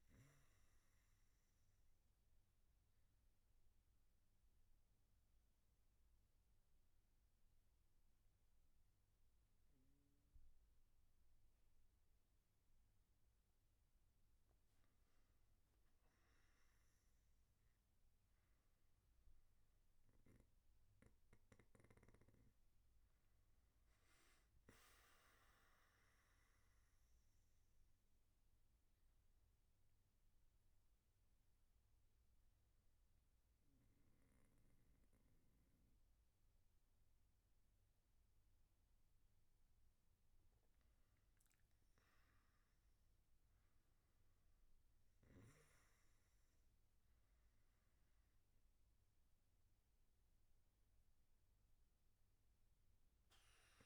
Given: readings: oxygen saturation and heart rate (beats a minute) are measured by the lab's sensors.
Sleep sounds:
breathing in sleep, hard to hear, by a room microphone; none
none scored
From the record:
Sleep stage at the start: N1 (lightest sleep); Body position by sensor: on the back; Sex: male

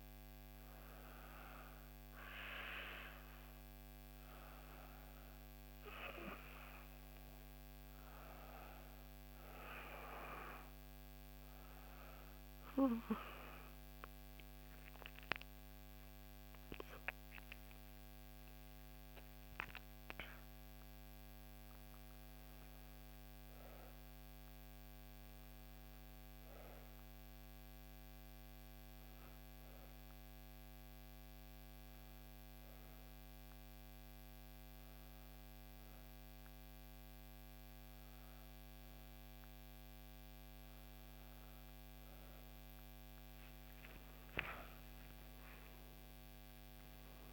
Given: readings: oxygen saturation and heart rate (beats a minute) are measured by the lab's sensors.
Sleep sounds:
breathing in sleep by a microphone on the trachea; 1
0.00-20.00 s: oxygen desaturation (device-marked, oxygen 93% lowest, heart rate 61 extreme)
12.50-22.50 s: obstructive apnea (oxygen 98% before, 93% lowest, heart rate 62 before, 61 extreme, up 3 after)
25.00-28.50 s: arousal
From the record:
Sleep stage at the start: N1 (lightest sleep); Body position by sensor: on the back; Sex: female

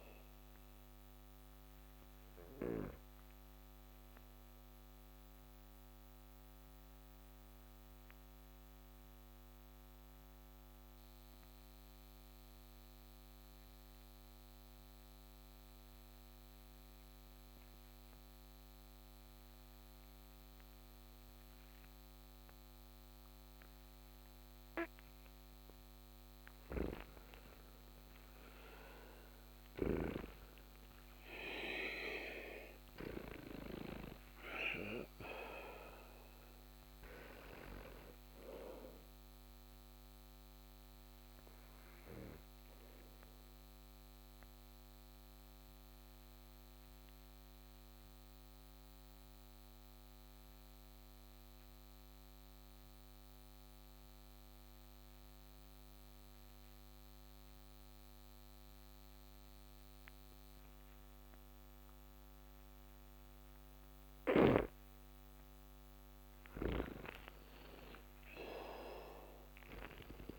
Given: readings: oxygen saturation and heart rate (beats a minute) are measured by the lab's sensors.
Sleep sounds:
breathing in sleep by a microphone on the trachea; 2
0.00-19.00 s: oxygen desaturation (device-marked, oxygen 85% lowest)
0.50-26.00 s: obstructive apnea (oxygen 98% before, 84% lowest)
26.50-35.00 s: snoring (device-marked)
29.50-33.50 s: arousal
32.00-57.00 s: oxygen desaturation (device-marked, oxygen 97% before, 84% lowest)
44.00-63.00 s: obstructive apnea (oxygen 98% before, 84% lowest)
65.50-69.00 s: arousal
From the record:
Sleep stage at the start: N2 (light sleep); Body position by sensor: on the back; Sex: male

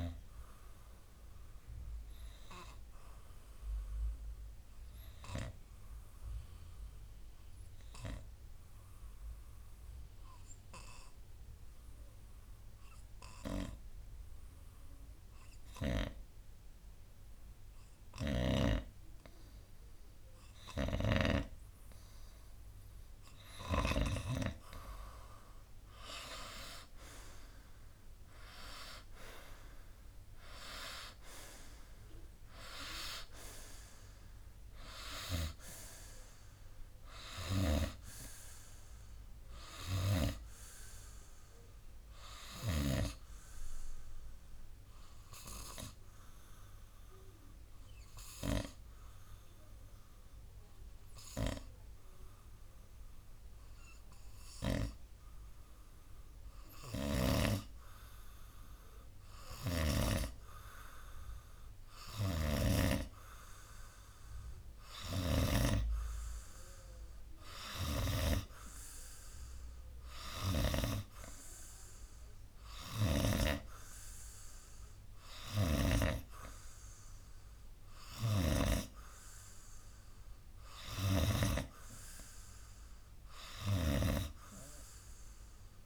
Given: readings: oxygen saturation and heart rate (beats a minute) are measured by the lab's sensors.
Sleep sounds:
breathing in sleep by a room microphone; 2
1.00-19.50 s: obstructive apnea (oxygen 94% before, 93% lowest, heart rate 65 before, 54 extreme, up 5 after)
21.00-24.50 s: snoring (device-marked)
27.00-31.00 s: arousal
42.50-56.00 s: obstructive apnea (oxygen 97% before, 93% lowest, heart rate 64 before, 61 extreme, up 3 after)
58.50-62.00 s: arousal
59.50-73.50 s: snoring (device-marked)
75.50-79.00 s: snoring (device-marked)
78.50-85.85 s: oxygen desaturation (device-marked, oxygen 97% before, 93% lowest, heart rate 64 before, 63 extreme)
From the record:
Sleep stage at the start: N2 (light sleep); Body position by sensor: on the right side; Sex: male

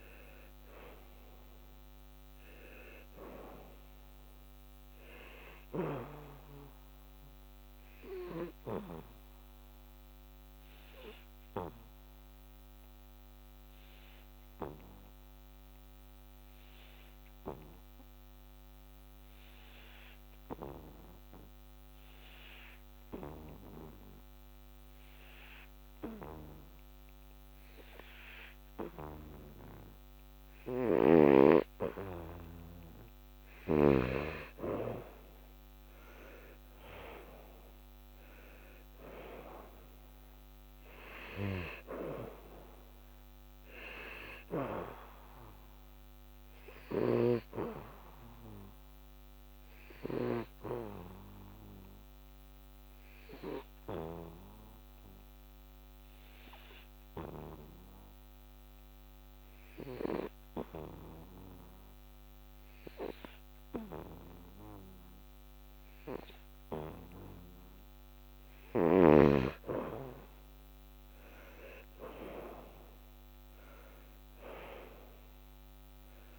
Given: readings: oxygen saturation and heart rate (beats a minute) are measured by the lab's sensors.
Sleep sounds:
breathing in sleep by a microphone on the trachea; 2
0.00-22.00 s: oxygen desaturation (device-marked, oxygen 90% lowest, heart rate 69 extreme)
8.50-32.00 s: obstructive apnea (oxygen 98% before, 88% lowest, heart rate 75 before, 70 extreme, up 10 after)
34.00-37.00 s: arousal
35.00-59.00 s: oxygen desaturation (device-marked, oxygen 99% before, 88% lowest, heart rate 75 before, 71 extreme)
51.00-68.50 s: obstructive apnea (oxygen 99% before, 88% lowest, heart rate 76 before, 71 extreme, up 11 after)
70.00-73.50 s: arousal
From the record:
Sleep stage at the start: N2 (light sleep); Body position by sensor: on the back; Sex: male

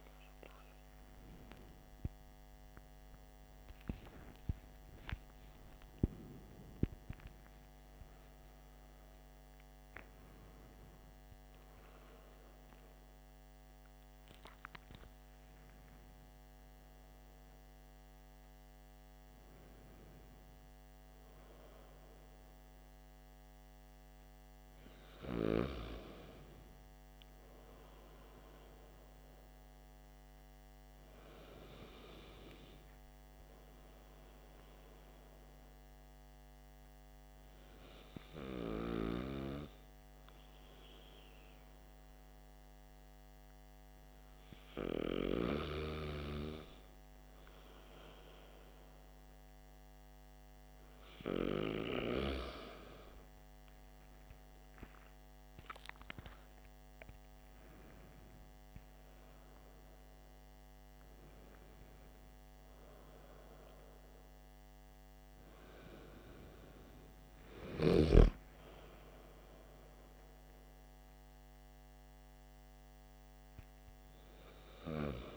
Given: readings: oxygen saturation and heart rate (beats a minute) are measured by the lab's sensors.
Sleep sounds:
a person partly awake in a sleep study, by a microphone on the trachea; 1
23.50-75.37 s: new sleep stage, N2 (light sleep)
35.50-47.50 s: hypopnea (oxygen 97% before, 94% lowest, heart rate 63 before, 54 extreme, up 10 after)
54.00-59.50 s: arousal
From the record:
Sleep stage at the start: awake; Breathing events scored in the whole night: 252 in 4.3 hours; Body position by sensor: on the back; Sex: male

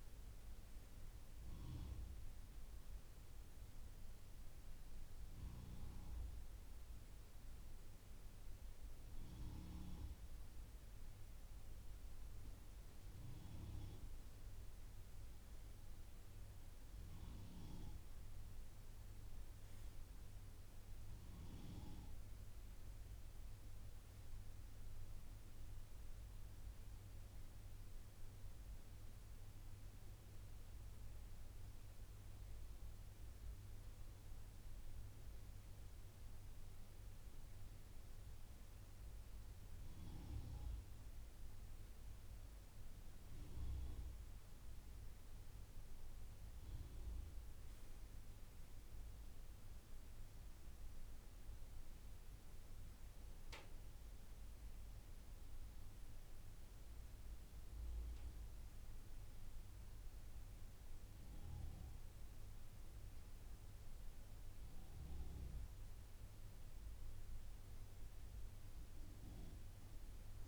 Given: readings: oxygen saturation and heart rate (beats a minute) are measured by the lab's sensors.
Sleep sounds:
breathing in sleep, hard to hear, by a room microphone; none
30.00-70.48 s: new sleep stage, N3 (deep sleep)
From the record:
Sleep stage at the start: N2 (light sleep); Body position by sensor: on the right side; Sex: male

